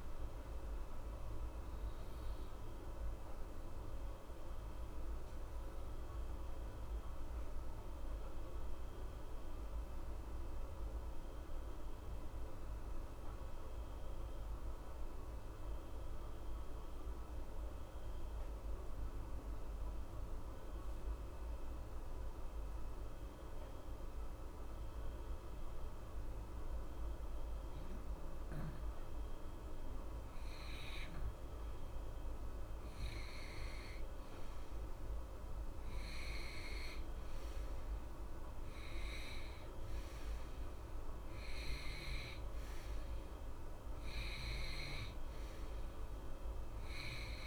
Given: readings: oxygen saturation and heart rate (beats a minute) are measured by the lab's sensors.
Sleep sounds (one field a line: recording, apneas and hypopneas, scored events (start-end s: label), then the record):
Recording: breathing in sleep, hard to hear, by a room microphone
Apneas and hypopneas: 1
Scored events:
0.00-14.00 s: oxygen desaturation (device-marked, oxygen 88% lowest, heart rate 61 extreme)
0.50-28.00 s: obstructive apnea (oxygen 94% before, 87% lowest, heart rate 61 before, 61 extreme, up 0 after)
34.00-38.00 s: arousal
36.00-47.47 s: oxygen desaturation (device-marked, oxygen 95% before, 87% lowest, heart rate 62 before, 60 extreme)
From the record:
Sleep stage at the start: N2 (light sleep)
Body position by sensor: on the right side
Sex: male